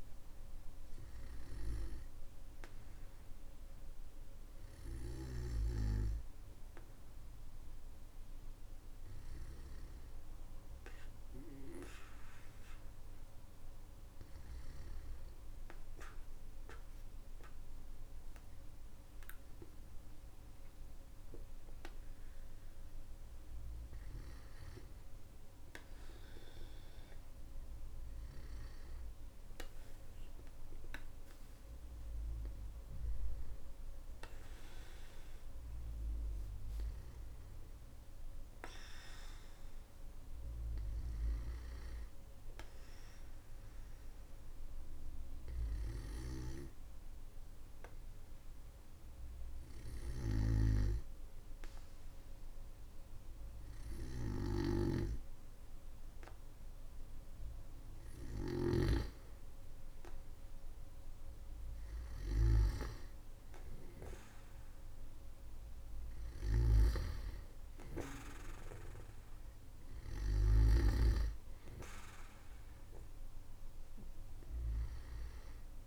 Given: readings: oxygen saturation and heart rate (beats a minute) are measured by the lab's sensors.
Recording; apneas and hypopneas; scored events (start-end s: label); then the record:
breathing in sleep by a room microphone; 1
18.00-75.87 s: new sleep stage, N2 (light sleep)
40.50-55.50 s: hypopnea (oxygen 97% before, 94% lowest, heart rate 58 before, 47 extreme, up 14 after)
49.50-58.50 s: snoring (device-marked)
57.00-61.00 s: arousal
66.00-70.50 s: snoring (device-marked)
From the record:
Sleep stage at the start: N1 (lightest sleep); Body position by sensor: on the back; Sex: male